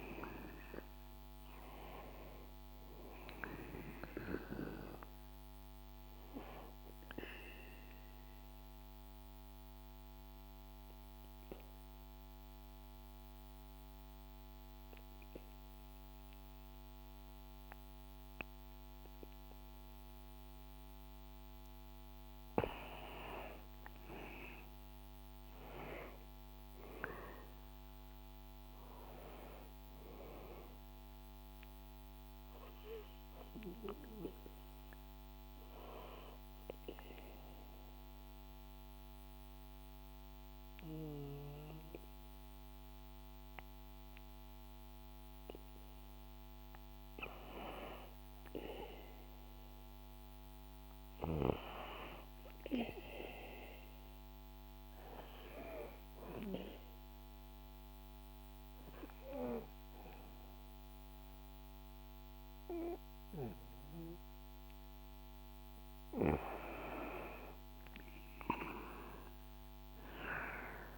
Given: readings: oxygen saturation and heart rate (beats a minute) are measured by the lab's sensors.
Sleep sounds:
breathing in sleep by a microphone on the trachea; 3
3.50-17.50 s: oxygen desaturation (device-marked, oxygen 96% before, 92% lowest, heart rate 67 before, 63 extreme)
8.00-21.50 s: obstructive apnea (oxygen 96% before, 92% lowest, heart rate 67 before, 63 extreme, up 7 after)
23.50-27.00 s: arousal
31.50-46.50 s: oxygen desaturation (device-marked, oxygen 96% before, 92% lowest, heart rate 66 before, 64 extreme)
32.00-45.00 s: obstructive apnea (oxygen 96% before, 92% lowest, heart rate 66 before, 64 extreme, up 3 after)
47.00-51.50 s: arousal
56.00-66.00 s: obstructive apnea (oxygen 97% before, 93% lowest, heart rate 65 before, 64 extreme, up 7 after)
67.50-70.98 s: arousal
From the record:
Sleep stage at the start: N2 (light sleep); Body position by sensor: on the back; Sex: male

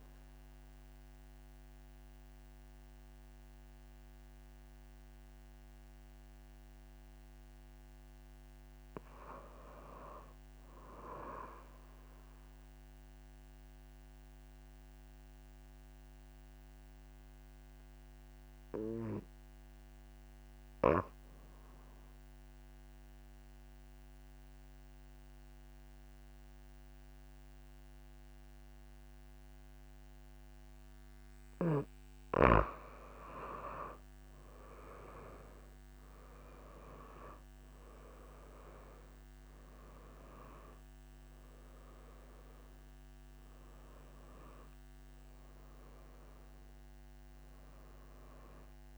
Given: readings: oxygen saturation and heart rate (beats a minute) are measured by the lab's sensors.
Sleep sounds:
breathing in sleep by a microphone on the trachea; 1
0.00-10.50 s: oxygen desaturation (device-marked, oxygen 90% lowest)
12.00-31.00 s: obstructive apnea (oxygen 97% before, 87% lowest)
32.50-35.50 s: arousal
37.50-48.98 s: oxygen desaturation (device-marked, oxygen 96% before, 87% lowest)
From the record:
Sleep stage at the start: N2 (light sleep); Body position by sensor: on the back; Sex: female

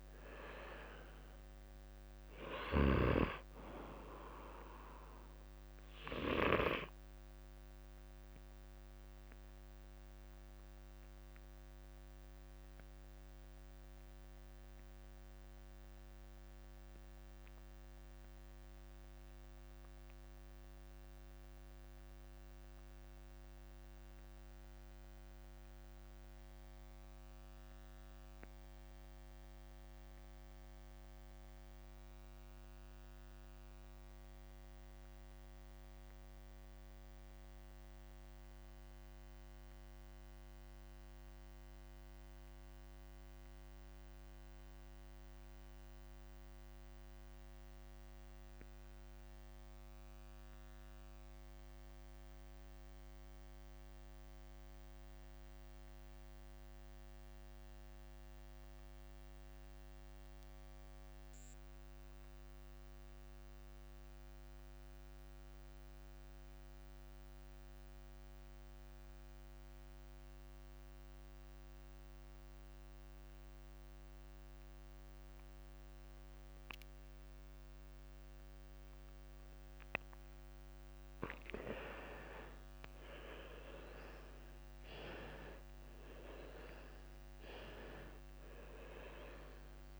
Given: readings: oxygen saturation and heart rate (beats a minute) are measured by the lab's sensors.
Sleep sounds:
breathing in sleep by a microphone on the trachea; 1
0.00-1.00 s: long interval between heartbeats (device-marked, heart rate 56 extreme)
0.00-30.50 s: oxygen desaturation (device-marked, oxygen 79% lowest)
4.50-6.50 s: long interval between heartbeats (device-marked, heart rate 47 before, 52 extreme)
8.00-80.00 s: obstructive apnea (oxygen 95% before, 72% lowest)
12.50-14.50 s: long interval between heartbeats (device-marked, heart rate 56 before, 37 extreme)
19.00-21.00 s: long interval between heartbeats (device-marked)
26.00-28.00 s: long interval between heartbeats (device-marked)
37.50-39.50 s: long interval between heartbeats (device-marked)
44.50-46.50 s: long interval between heartbeats (device-marked)
47.50-90.00 s: oxygen desaturation (device-marked, oxygen 97% before, 72% lowest)
54.00-56.00 s: long interval between heartbeats (device-marked)
60.50-62.50 s: long interval between heartbeats (device-marked)
67.50-69.50 s: long interval between heartbeats (device-marked)
79.50-81.50 s: long interval between heartbeats (device-marked)
81.50-83.50 s: long interval between heartbeats (device-marked)
82.00-86.50 s: arousal
84.50-86.50 s: long interval between heartbeats (device-marked)
87.00-89.00 s: long interval between heartbeats (device-marked)
From the record:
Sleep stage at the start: N2 (light sleep); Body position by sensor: on the left side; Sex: male

